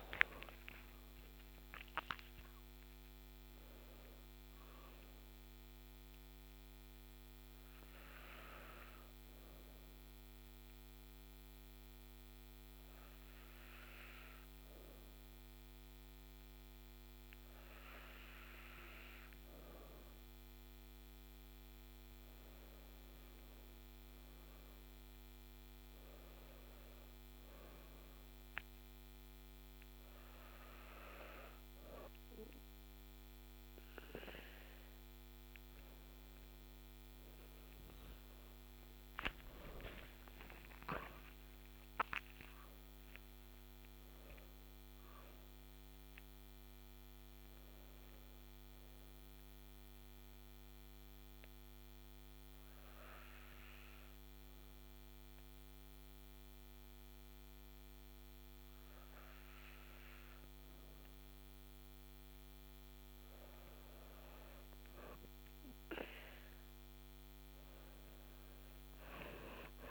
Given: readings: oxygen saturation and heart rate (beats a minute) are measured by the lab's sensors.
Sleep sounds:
breathing in sleep by a microphone on the trachea; 2
10.00-21.00 s: hypopnea (oxygen 98% before, 95% lowest, heart rate 146 before, 117 extreme, up 30 after)
23.00-26.50 s: arousal
39.00-44.00 s: arousal
50.00-60.50 s: hypopnea (oxygen 98% before, 95% lowest, heart rate 153 before, 107 extreme, up 59 after)
63.50-68.00 s: arousal
From the record:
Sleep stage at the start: N2 (light sleep); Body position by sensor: on the back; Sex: female

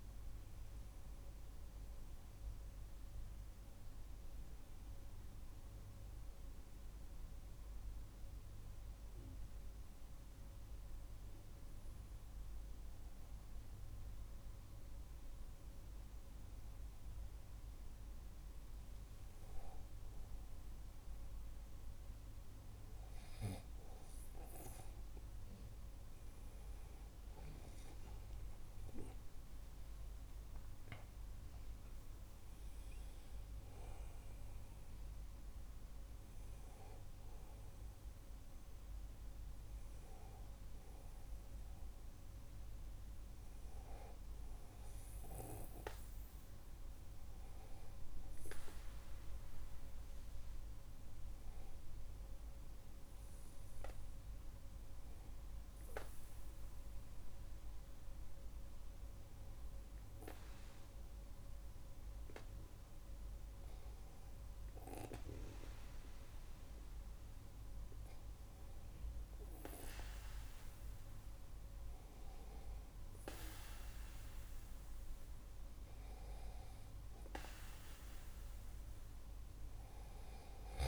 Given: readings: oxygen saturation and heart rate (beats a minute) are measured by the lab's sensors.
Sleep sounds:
breathing in sleep by a room microphone; 2
4.00-17.00 s: hypopnea (oxygen 97% before, 95% lowest, heart rate 50 before, 40 extreme, up 14 after)
19.50-23.50 s: arousal
55.50-68.50 s: hypopnea (oxygen 97% before, 96% lowest, heart rate 53 before, 40 extreme, up 11 after)
70.50-75.00 s: arousal
From the record:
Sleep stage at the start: N2 (light sleep); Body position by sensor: on the back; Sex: male

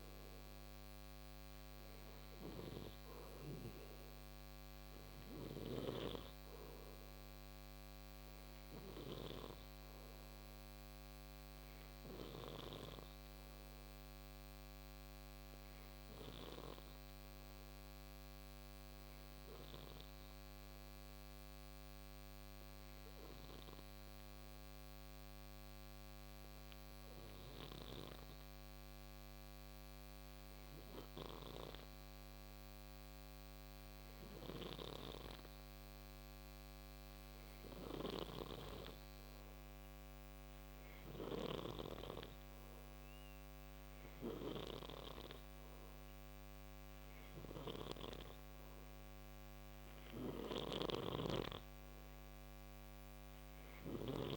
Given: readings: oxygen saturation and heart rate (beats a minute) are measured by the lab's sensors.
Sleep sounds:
breathing in sleep by a microphone on the trachea; 1
0.00-10.00 s: oxygen desaturation (device-marked, oxygen 91% lowest, heart rate 59 extreme)
14.00-45.50 s: hypopnea (oxygen 95% before, 90% lowest, heart rate 64 before, 59 extreme, up 6 after)
37.50-41.00 s: snoring (device-marked)
42.00-54.37 s: oxygen desaturation (device-marked, oxygen 95% before, 92% lowest, heart rate 60 before, 58 extreme)
47.00-54.00 s: snoring (device-marked)
48.50-52.00 s: arousal
From the record:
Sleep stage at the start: N2 (light sleep); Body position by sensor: on the right side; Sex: male

